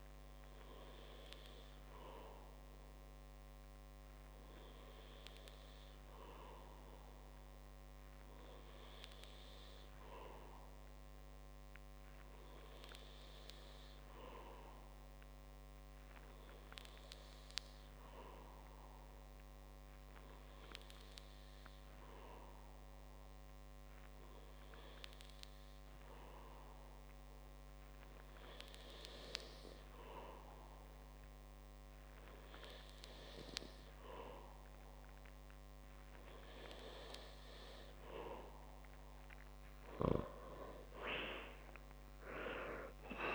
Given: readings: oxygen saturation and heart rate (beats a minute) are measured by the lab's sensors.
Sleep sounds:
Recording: breathing in sleep by a microphone on the trachea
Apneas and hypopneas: none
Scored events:
42.00-43.35 s: arousal
From the record:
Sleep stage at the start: N2 (light sleep)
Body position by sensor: on the back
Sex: male

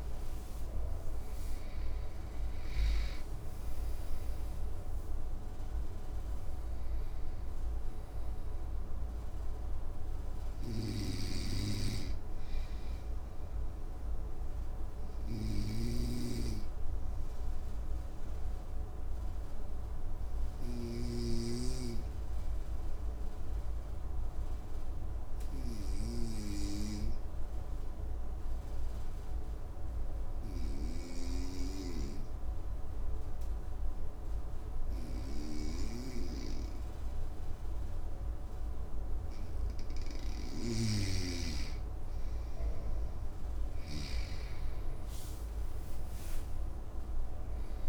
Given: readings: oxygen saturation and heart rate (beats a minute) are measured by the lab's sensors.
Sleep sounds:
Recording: breathing in sleep by a room microphone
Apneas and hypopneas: 1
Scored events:
0.00-3.50 s: arousal
10.50-21.00 s: snoring (device-marked)
15.00-40.00 s: obstructive apnea (oxygen 97% before, 94% lowest, heart rate 61 before, 54 extreme, up 10 after)
40.00-47.89 s: snoring (device-marked)
42.00-46.00 s: arousal
44.00-47.89 s: oxygen desaturation (device-marked, oxygen 99% before, 96% lowest, heart rate 55 before, 54 extreme)
From the record:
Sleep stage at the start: N2 (light sleep)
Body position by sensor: on the right side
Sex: male

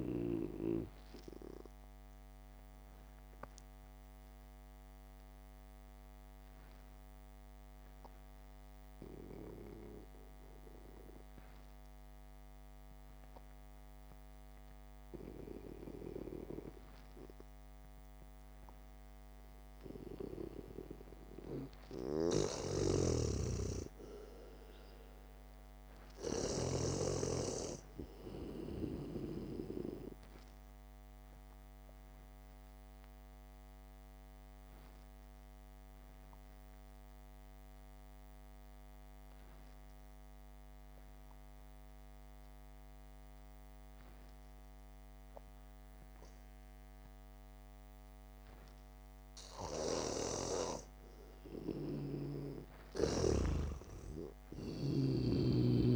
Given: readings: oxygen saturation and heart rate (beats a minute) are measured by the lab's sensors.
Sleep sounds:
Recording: breathing in sleep by a microphone on the trachea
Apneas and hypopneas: 2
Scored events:
0.00-21.00 s: oxygen desaturation (device-marked, oxygen 89% lowest, heart rate 53 extreme)
1.50-17.00 s: obstructive apnea (oxygen 98% before, 89% lowest, heart rate 59 before, 53 extreme, up 3 after)
22.50-26.50 s: arousal
23.00-27.50 s: snoring (device-marked)
32.50-51.00 s: obstructive apnea (oxygen 98% before, 88% lowest, heart rate 61 before, 53 extreme)
35.00-49.00 s: oxygen desaturation (device-marked, oxygen 97% before, 90% lowest, heart rate 60 before, 53 extreme)
53.50-55.96 s: arousal
From the record:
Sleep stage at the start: N2 (light sleep)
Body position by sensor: on the back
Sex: male

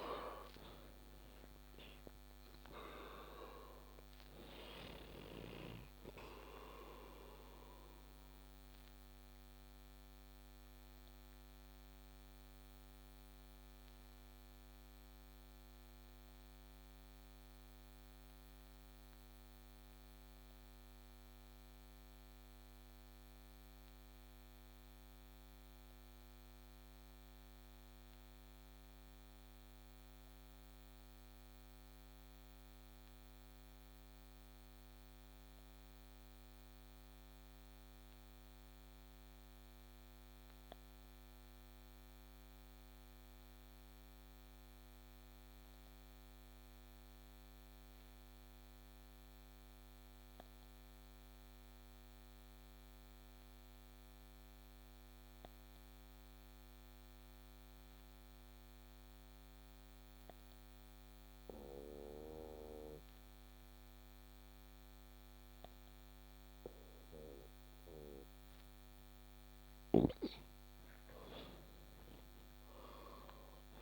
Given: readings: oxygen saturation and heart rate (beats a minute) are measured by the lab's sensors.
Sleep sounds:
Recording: breathing in sleep by a microphone on the trachea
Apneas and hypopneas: 1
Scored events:
0.00-28.00 s: oxygen desaturation (device-marked, oxygen 91% lowest)
7.00-68.50 s: obstructive apnea (oxygen 98% before, 87% lowest)
65.00-73.82 s: oxygen desaturation (device-marked, oxygen 95% before, 87% lowest)
72.00-73.82 s: arousal
From the record:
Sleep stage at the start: N2 (light sleep)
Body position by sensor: on the back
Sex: male

